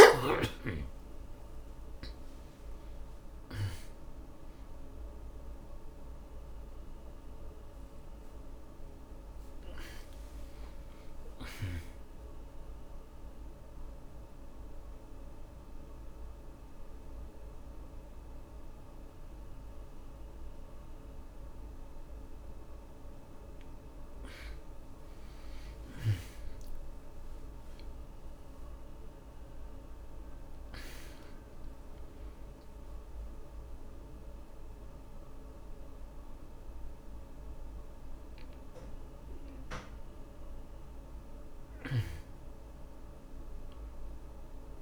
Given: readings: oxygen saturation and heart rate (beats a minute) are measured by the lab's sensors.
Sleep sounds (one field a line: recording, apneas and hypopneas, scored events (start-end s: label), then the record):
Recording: breathing in sleep by a room microphone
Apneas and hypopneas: 1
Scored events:
8.00-12.00 s: arousal
14.00-24.50 s: central apnea (oxygen 94% before, 88% lowest)
26.50-31.00 s: arousal
34.50-44.82 s: oxygen desaturation (device-marked, oxygen 97% before, 88% lowest)
From the record:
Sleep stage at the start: N2 (light sleep)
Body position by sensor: on the back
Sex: male